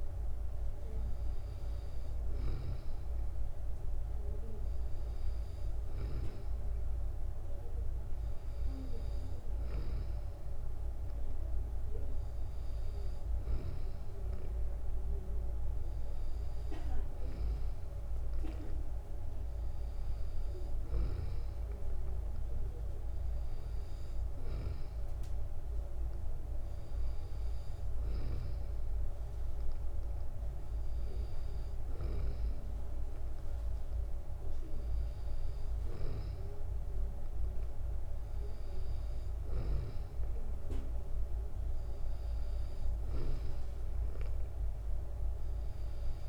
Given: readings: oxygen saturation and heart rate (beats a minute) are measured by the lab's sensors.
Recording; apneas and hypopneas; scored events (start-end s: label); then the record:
breathing in sleep, hard to hear, by a room microphone; none
none scored
From the record:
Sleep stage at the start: N2 (light sleep); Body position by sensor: on the back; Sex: female